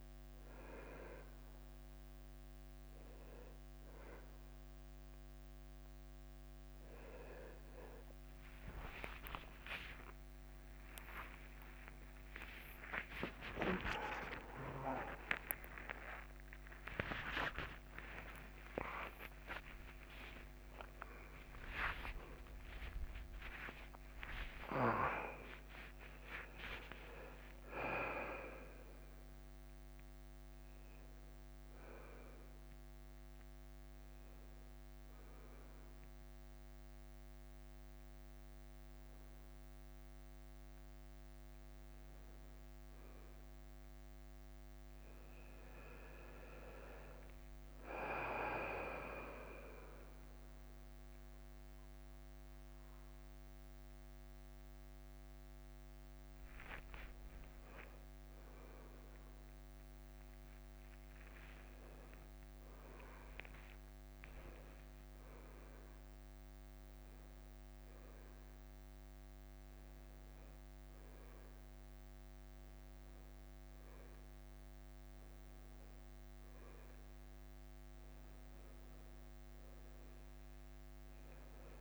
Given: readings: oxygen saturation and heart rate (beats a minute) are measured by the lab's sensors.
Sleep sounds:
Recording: a person partly awake in a sleep study, by a microphone on the trachea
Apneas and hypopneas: 2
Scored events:
0.00-11.50 s: drop in pulse transit time (device-marked, heart rate 85 extreme)
2.50-32.50 s: new sleep stage, awake
7.50-21.50 s: tachycardia (device-marked, heart rate 88 before, 203 extreme)
11.00-13.00 s: long interval between heartbeats (device-marked, heart rate 86 before, 113 extreme)
15.50-17.50 s: long interval between heartbeats (device-marked, heart rate 101 before, 190 extreme)
18.00-20.00 s: long interval between heartbeats (device-marked, heart rate 112 before, 188 extreme)
30.50-42.50 s: oxygen desaturation (device-marked, oxygen 95% before, 89% lowest, heart rate 138 before, 78 extreme)
32.50-81.81 s: new sleep stage, N1 (lightest sleep)
33.00-43.50 s: obstructive apnea (oxygen 95% before, 89% lowest, heart rate 135 before, 78 extreme, up 0 after)
46.50-52.00 s: arousal
52.50-65.50 s: drop in pulse transit time (device-marked, heart rate 85 before, 78 extreme)
54.50-62.50 s: oxygen desaturation (device-marked, oxygen 99% before, 94% lowest, heart rate 83 before, 85 extreme)
65.50-75.50 s: hypopnea (oxygen 99% before, 90% lowest, heart rate 82 before, 88 extreme)
69.50-81.50 s: oxygen desaturation (device-marked, oxygen 95% before, 92% lowest, heart rate 84 before, 88 extreme)
79.50-81.81 s: arousal
From the record:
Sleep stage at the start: N2 (light sleep)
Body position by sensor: on the left side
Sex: male

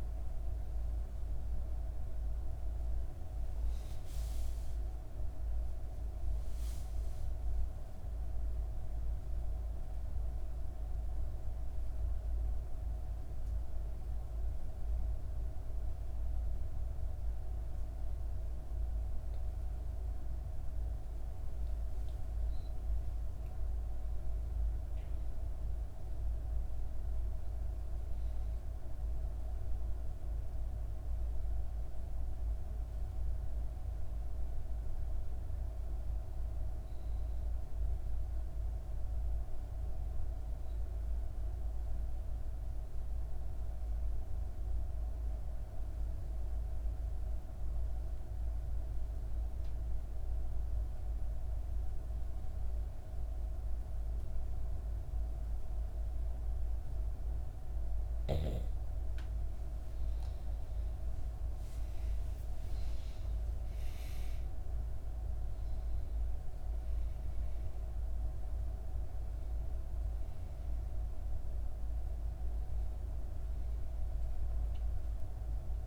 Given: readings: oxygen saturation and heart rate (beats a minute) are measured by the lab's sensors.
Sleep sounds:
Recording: breathing in sleep, hard to hear, by a room microphone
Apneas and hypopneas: 2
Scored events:
0.00-2.50 s: arousal
7.50-19.00 s: obstructive apnea (oxygen 97% before, 87% lowest, heart rate 68 before, 59 extreme, up 5 after)
19.50-75.87 s: new sleep stage, N2 (light sleep)
21.00-25.00 s: arousal
27.50-39.50 s: oxygen desaturation (device-marked, oxygen 97% before, 93% lowest, heart rate 63 before, 59 extreme)
37.00-57.00 s: obstructive apnea (oxygen 97% before, 87% lowest, heart rate 63 before, 59 extreme, up 4 after)
54.50-75.87 s: oxygen desaturation (device-marked, oxygen 95% before, 87% lowest, heart rate 60 before, 61 extreme)
60.00-65.50 s: arousal
From the record:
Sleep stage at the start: N1 (lightest sleep)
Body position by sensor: on the back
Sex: female

